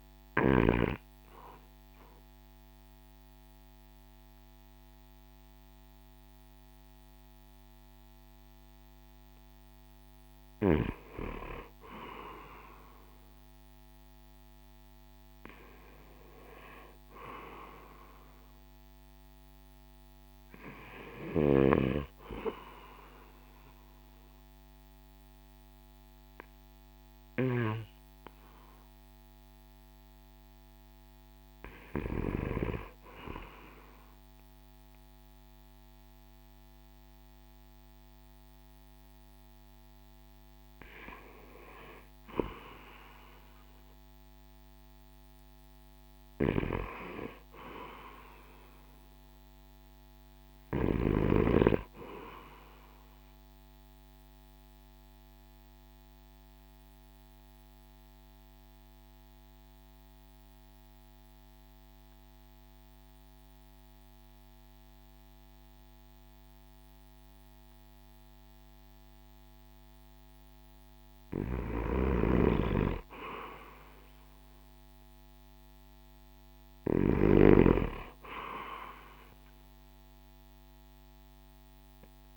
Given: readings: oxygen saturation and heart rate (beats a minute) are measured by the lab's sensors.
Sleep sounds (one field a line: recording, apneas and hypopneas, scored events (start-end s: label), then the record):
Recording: breathing in sleep by a microphone on the trachea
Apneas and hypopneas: 2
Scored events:
0.50-11.50 s: obstructive apnea (oxygen 96% before, 88% lowest, heart rate 54 before, 54 extreme, up 2 after)
13.00-24.00 s: oxygen desaturation (device-marked, oxygen 94% before, 88% lowest, heart rate 57 before, 53 extreme)
14.50-17.50 s: arousal
20.50-27.00 s: snoring (device-marked)
47.00-50.50 s: arousal
50.00-82.37 s: new sleep stage, REM sleep
53.50-71.00 s: obstructive apnea (oxygen 96% before, 88% lowest, heart rate 56 before, 51 extreme, up 5 after)
71.50-82.00 s: snoring (device-marked)
73.50-75.50 s: arousal
From the record:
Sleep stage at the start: N2 (light sleep)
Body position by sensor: on the right side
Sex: male